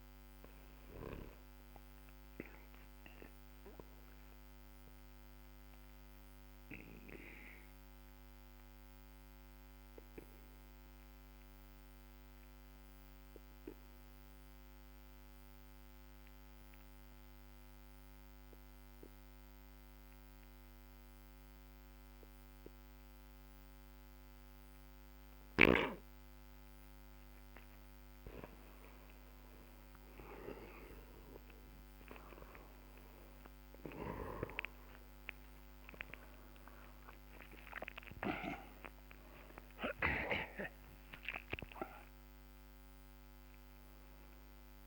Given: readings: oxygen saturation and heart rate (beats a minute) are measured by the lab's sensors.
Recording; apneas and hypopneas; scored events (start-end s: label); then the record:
breathing in sleep by a microphone on the trachea; 1
0.00-3.00 s: arousal
6.50-27.50 s: mixed apnea (oxygen 98% before, 90% lowest, heart rate 59 before, 48 extreme, up 22 after)
26.00-44.86 s: oxygen desaturation (device-marked, oxygen 98% before, 90% lowest, heart rate 56 before, 47 extreme)
29.00-36.00 s: arousal
From the record:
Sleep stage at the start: N2 (light sleep); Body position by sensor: on the back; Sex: male